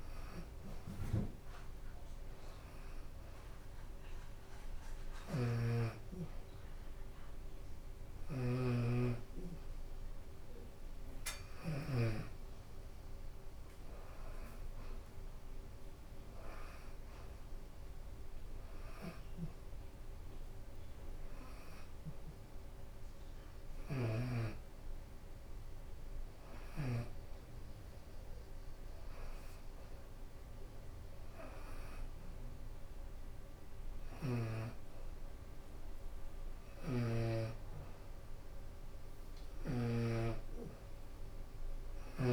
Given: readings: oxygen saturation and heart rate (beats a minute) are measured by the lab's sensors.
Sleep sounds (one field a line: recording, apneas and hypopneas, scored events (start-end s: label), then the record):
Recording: breathing in sleep by a room microphone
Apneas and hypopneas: none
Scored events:
14.00-22.00 s: drop in pulse transit time (device-marked, heart rate 91 before, 91 extreme)
From the record:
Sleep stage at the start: N2 (light sleep)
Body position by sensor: upright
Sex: female